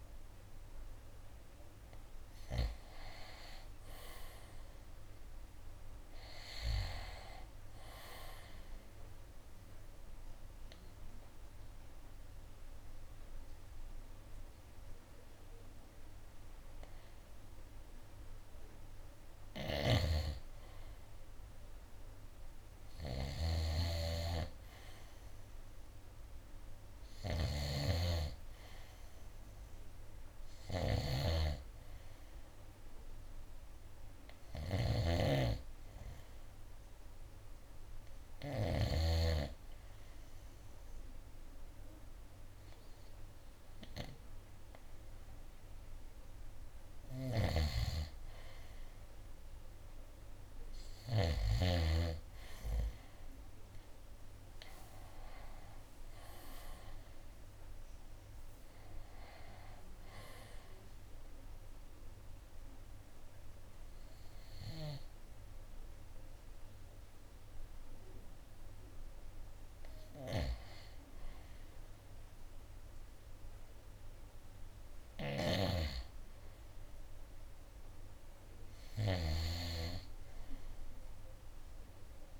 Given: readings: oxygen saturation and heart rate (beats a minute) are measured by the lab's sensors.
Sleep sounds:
breathing in sleep by a room microphone; 2
3.50-7.00 s: arousal
7.00-24.00 s: oxygen desaturation (device-marked, oxygen 98% before, 88% lowest, heart rate 69 before, 64 extreme)
9.50-20.00 s: obstructive apnea (oxygen 98% before, 88% lowest, heart rate 69 before, 64 extreme, up 2 after)
20.00-39.00 s: snoring (device-marked)
21.50-26.50 s: arousal
30.00-45.00 s: oxygen desaturation (device-marked, oxygen 96% before, 91% lowest, heart rate 67 before, 60 extreme)
50.00-64.00 s: drop in pulse transit time (device-marked, heart rate 66 before, 69 extreme)
51.00-54.50 s: arousal
60.50-71.00 s: obstructive apnea (oxygen 95% before, 91% lowest, heart rate 68 before, 54 extreme, up 11 after)
73.00-77.00 s: arousal
From the record:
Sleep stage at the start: N2 (light sleep); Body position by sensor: on the right side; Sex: male

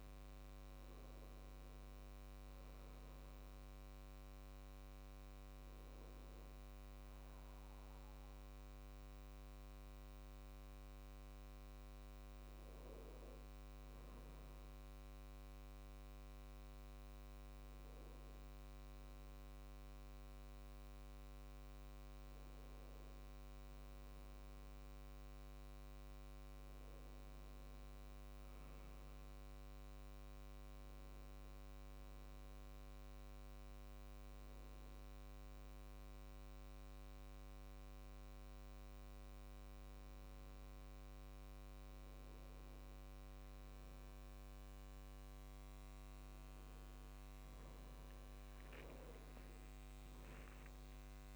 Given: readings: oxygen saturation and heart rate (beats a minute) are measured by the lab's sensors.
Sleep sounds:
breathing in sleep, hard to hear, by a microphone on the trachea; 2
4.00-8.00 s: arousal
12.00-23.50 s: hypopnea (oxygen 98% before, 94% lowest, heart rate 75 before, 69 extreme, up 1 after)
26.00-29.50 s: arousal
33.50-45.00 s: hypopnea (oxygen 98% before, 93% lowest, heart rate 70 before, 69 extreme, up 4 after)
47.00-50.00 s: arousal
From the record:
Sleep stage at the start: N2 (light sleep); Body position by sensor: on the back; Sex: male

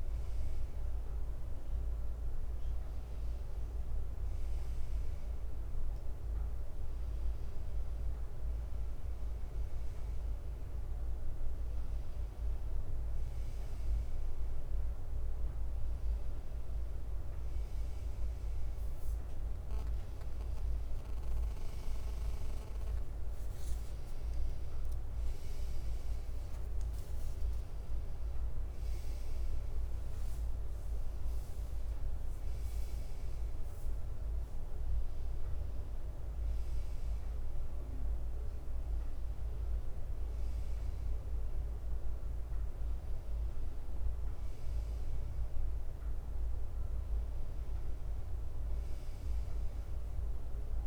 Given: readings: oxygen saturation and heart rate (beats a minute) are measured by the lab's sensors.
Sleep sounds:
breathing in sleep, hard to hear, by a room microphone; none
0.00-2.00 s: drop in pulse transit time (device-marked, heart rate 62 extreme)
17.50-21.00 s: leg movement (device-marked)
31.00-33.00 s: leg movement (device-marked)
32.00-43.00 s: drop in pulse transit time (device-marked, heart rate 62 before, 61 extreme)
From the record:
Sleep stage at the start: N2 (light sleep); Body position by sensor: on the right side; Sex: male

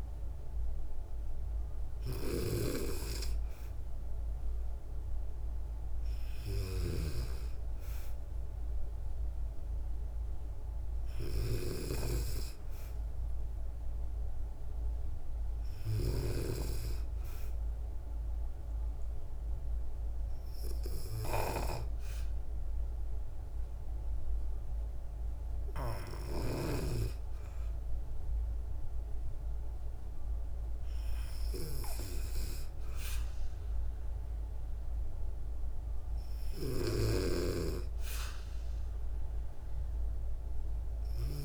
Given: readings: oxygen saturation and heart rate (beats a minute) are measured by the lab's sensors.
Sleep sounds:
breathing in sleep by a room microphone; none
none scored
From the record:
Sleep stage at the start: N2 (light sleep); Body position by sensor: on the back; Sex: female

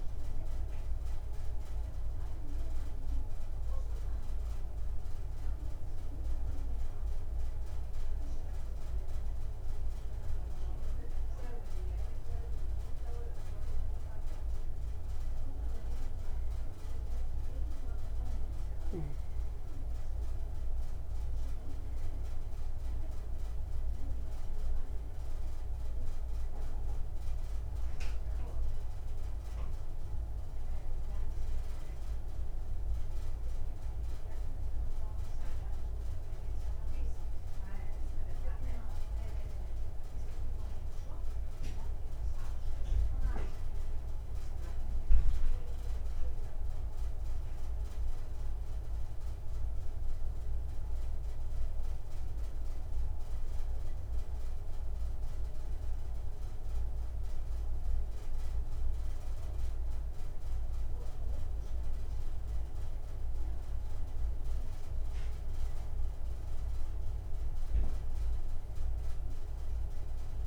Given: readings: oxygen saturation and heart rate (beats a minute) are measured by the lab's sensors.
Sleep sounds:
breathing in sleep, hard to hear, by a room microphone; none
55.50-70.47 s: new sleep stage, N2 (light sleep)
From the record:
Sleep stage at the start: N1 (lightest sleep); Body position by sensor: on the back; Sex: male

